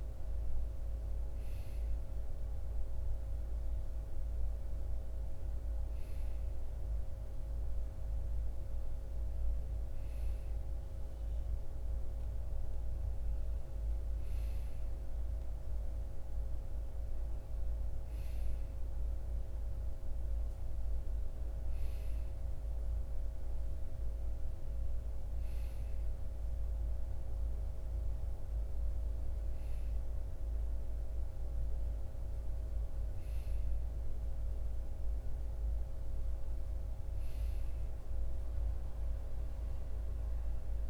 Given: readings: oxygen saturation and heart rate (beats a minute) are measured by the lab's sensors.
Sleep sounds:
breathing in sleep, hard to hear, by a room microphone; none
none scored
From the record:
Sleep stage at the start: N2 (light sleep); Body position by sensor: on the right side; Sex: male

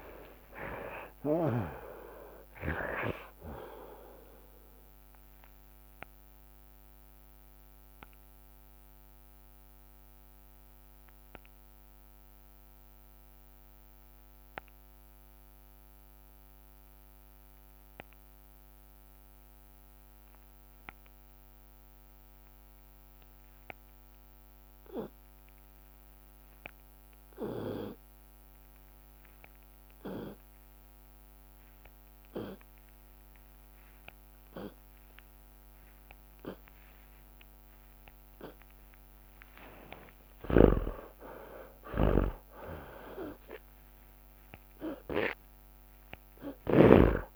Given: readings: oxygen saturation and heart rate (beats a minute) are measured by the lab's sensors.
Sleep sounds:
breathing in sleep by a microphone on the trachea; 1
0.00-1.50 s: tachycardia (device-marked, heart rate 187 extreme)
0.00-3.00 s: snoring (device-marked)
0.00-9.50 s: drop in pulse transit time (device-marked, heart rate 59 extreme)
1.00-3.00 s: long interval between heartbeats (device-marked, heart rate 100 before, 143 extreme)
4.50-39.00 s: obstructive apnea (oxygen 97% before, 81% lowest)
5.00-7.00 s: long interval between heartbeats (device-marked, heart rate 114 before, 59 extreme)
18.50-38.50 s: oxygen desaturation (device-marked, oxygen 96% before, 81% lowest)
24.50-26.50 s: long interval between heartbeats (device-marked, heart rate 47 before, 67 extreme)
27.50-29.50 s: long interval between heartbeats (device-marked, heart rate 48 before, 77 extreme)
29.50-46.50 s: tachycardia (device-marked, heart rate 71 before, 198 extreme)
30.50-32.50 s: long interval between heartbeats (device-marked, heart rate 52 before, 97 extreme)
33.00-35.00 s: long interval between heartbeats (device-marked, heart rate 56 before, 118 extreme)
35.50-47.36 s: drop in pulse transit time (device-marked, heart rate 71 before, 142 extreme)
36.00-38.00 s: long interval between heartbeats (device-marked, heart rate 71 before, 142 extreme)
39.50-41.50 s: long interval between heartbeats (device-marked, heart rate 98 before, 171 extreme)
40.50-46.50 s: arousal
42.00-44.00 s: long interval between heartbeats (device-marked, heart rate 110 before, 179 extreme)
44.00-46.00 s: long interval between heartbeats (device-marked, heart rate 122 before, 169 extreme)
46.00-47.36 s: long interval between heartbeats (device-marked, heart rate 134 before, 153 extreme)
From the record:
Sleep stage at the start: N2 (light sleep); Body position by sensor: on the back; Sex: male

